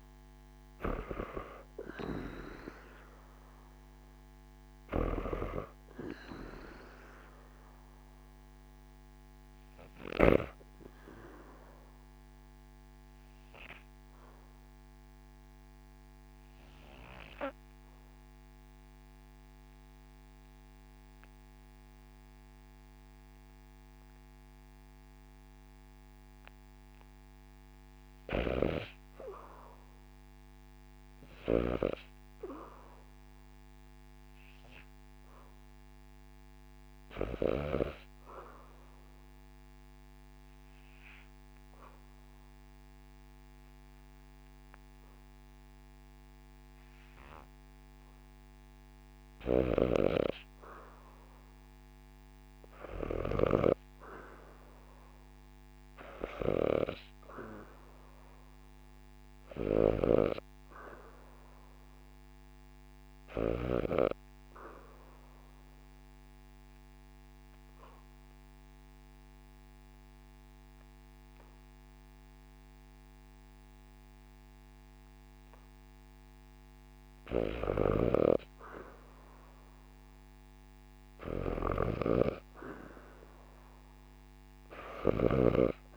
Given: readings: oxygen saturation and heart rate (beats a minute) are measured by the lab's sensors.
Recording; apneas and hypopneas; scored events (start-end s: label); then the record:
breathing in sleep by a microphone on the trachea; 3
0.00-7.00 s: oxygen desaturation (device-marked, oxygen 70% lowest, heart rate 72 extreme)
4.50-10.00 s: snoring (device-marked)
6.00-9.00 s: arousal
11.00-27.00 s: obstructive apnea (oxygen 95% before, 75% lowest, heart rate 85 before, 69 extreme)
28.00-31.50 s: snoring (device-marked)
28.00-68.00 s: oxygen desaturation (device-marked, oxygen 97% before, 75% lowest, heart rate 82 before, 69 extreme)
29.50-33.50 s: arousal
39.50-50.00 s: obstructive apnea (oxygen 97% before, 72% lowest, heart rate 75 before, 70 extreme, up 0 after)
49.00-53.00 s: snoring (device-marked)
54.00-57.50 s: arousal
59.00-63.50 s: snoring (device-marked)
64.00-76.50 s: obstructive apnea (oxygen 92% before, 72% lowest, heart rate 74 before, 73 extreme)
70.00-82.00 s: oxygen desaturation (device-marked, oxygen 84% before, 78% lowest, heart rate 76 before, 73 extreme)
78.50-82.00 s: arousal
81.00-85.97 s: snoring (device-marked)
From the record:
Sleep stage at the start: N2 (light sleep); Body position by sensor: on the back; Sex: female